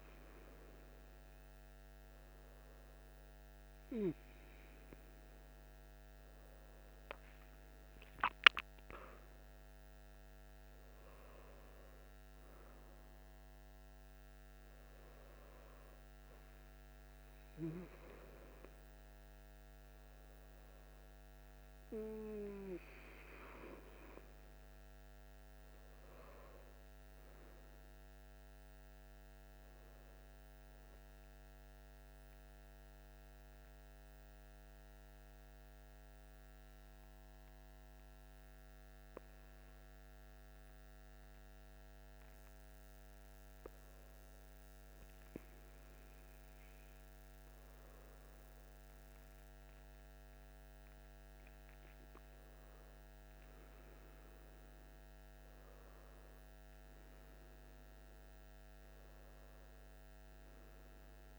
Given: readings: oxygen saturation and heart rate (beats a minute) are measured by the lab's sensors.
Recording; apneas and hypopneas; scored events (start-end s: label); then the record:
breathing in sleep by a microphone on the trachea; 1
6.00-10.00 s: arousal
32.50-43.50 s: hypopnea (oxygen 98% before, 96% lowest, heart rate 55 before, 52 extreme, up 3 after)
48.00-53.00 s: arousal
From the record:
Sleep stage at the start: N1 (lightest sleep); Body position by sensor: on the back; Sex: male